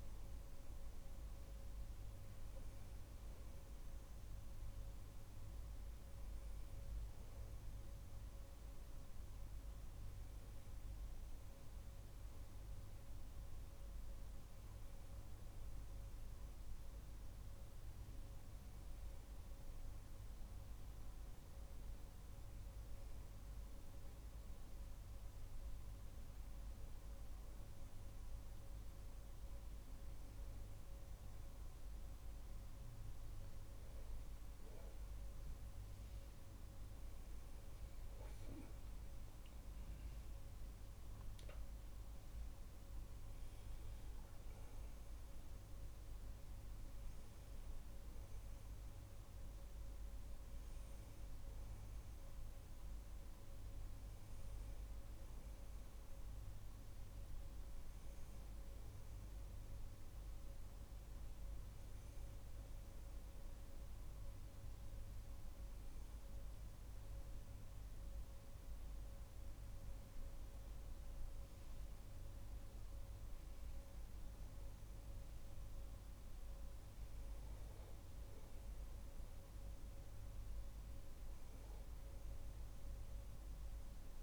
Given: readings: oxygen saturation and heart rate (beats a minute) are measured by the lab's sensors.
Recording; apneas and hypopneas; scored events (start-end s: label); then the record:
a person awake in a sleep study, hard to hear, by a room microphone; none
none scored
From the record:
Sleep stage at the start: awake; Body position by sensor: on the back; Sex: male